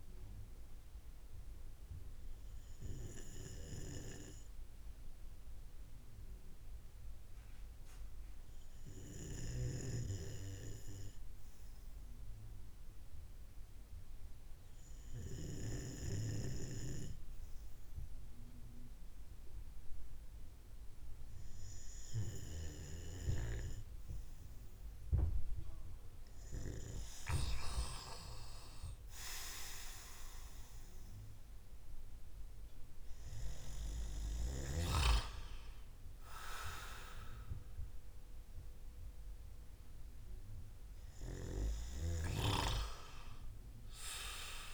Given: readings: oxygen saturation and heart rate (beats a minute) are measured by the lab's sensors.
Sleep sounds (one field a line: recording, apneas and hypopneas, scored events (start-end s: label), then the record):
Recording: breathing in sleep by a room microphone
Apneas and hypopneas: none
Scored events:
28.00-34.00 s: arousal
From the record:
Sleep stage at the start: REM sleep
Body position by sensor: on the right side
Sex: male